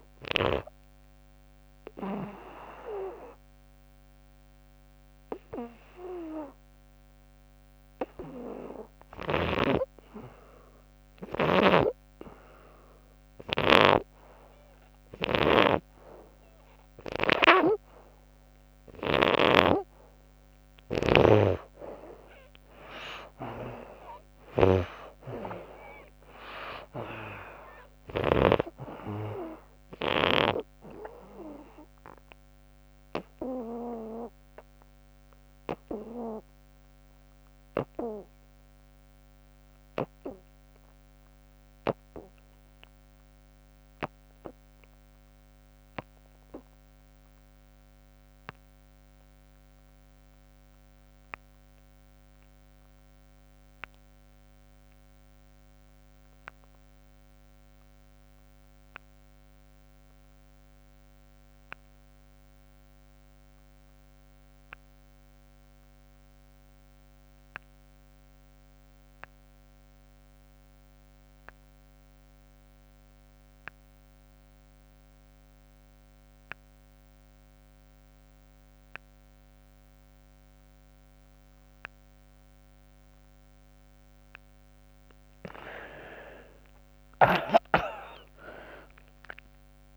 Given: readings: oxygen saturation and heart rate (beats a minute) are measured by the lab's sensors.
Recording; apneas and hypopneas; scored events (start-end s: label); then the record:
breathing in sleep by a microphone on the trachea; 2
0.00-19.00 s: oxygen desaturation (device-marked, oxygen 73% lowest, heart rate 63 extreme)
1.00-19.50 s: obstructive apnea (oxygen 98% before, 67% lowest, heart rate 92 before, 63 extreme, up 14 after)
21.50-26.00 s: arousal
27.00-42.00 s: oxygen desaturation (device-marked, oxygen 97% before, 82% lowest, heart rate 70 before, 64 extreme)
31.00-85.00 s: obstructive apnea (oxygen 97% before, 56% lowest, heart rate 74 before, 60 extreme, up 49 after)
44.00-89.97 s: oxygen desaturation (device-marked, oxygen 94% before, 56% lowest, heart rate 77 before, 60 extreme)
87.00-89.97 s: arousal
From the record:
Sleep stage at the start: REM sleep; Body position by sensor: on the back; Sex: female